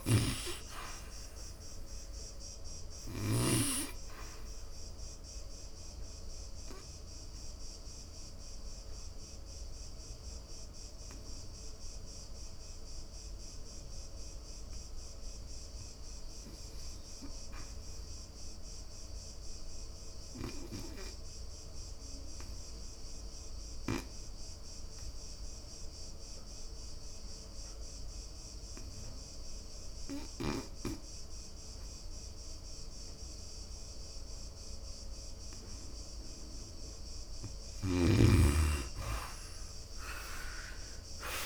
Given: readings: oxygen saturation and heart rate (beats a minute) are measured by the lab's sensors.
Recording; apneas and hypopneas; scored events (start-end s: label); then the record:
breathing in sleep by a room microphone; 1
0.00-25.50 s: oxygen desaturation (device-marked, oxygen 84% lowest, heart rate 62 extreme)
7.50-35.50 s: obstructive apnea (oxygen 98% before, 73% lowest, heart rate 73 before, 62 extreme, up 10 after)
37.50-41.46 s: oxygen desaturation (device-marked, oxygen 95% before, 73% lowest, heart rate 64 before, 63 extreme)
39.50-41.46 s: arousal
From the record:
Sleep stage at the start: N2 (light sleep); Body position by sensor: on the back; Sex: male